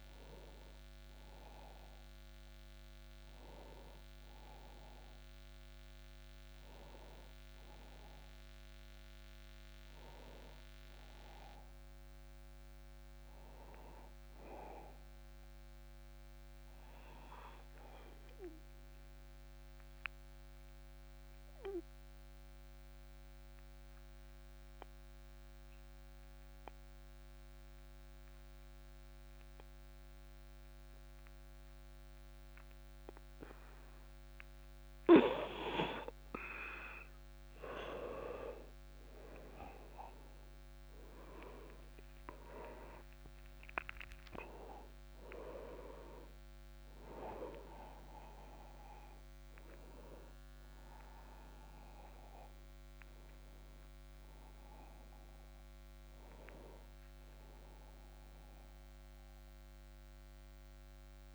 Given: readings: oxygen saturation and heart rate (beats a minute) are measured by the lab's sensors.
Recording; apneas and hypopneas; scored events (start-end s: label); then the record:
breathing in sleep by a microphone on the trachea; 1
0.00-6.50 s: oxygen desaturation (device-marked, oxygen 92% lowest)
7.50-11.00 s: arousal
15.00-34.00 s: obstructive apnea (oxygen 99% before, 94% lowest)
35.50-40.00 s: arousal
42.50-61.35 s: oxygen desaturation (device-marked, oxygen 98% before, 94% lowest)
From the record:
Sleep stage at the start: N2 (light sleep); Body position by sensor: on the back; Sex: male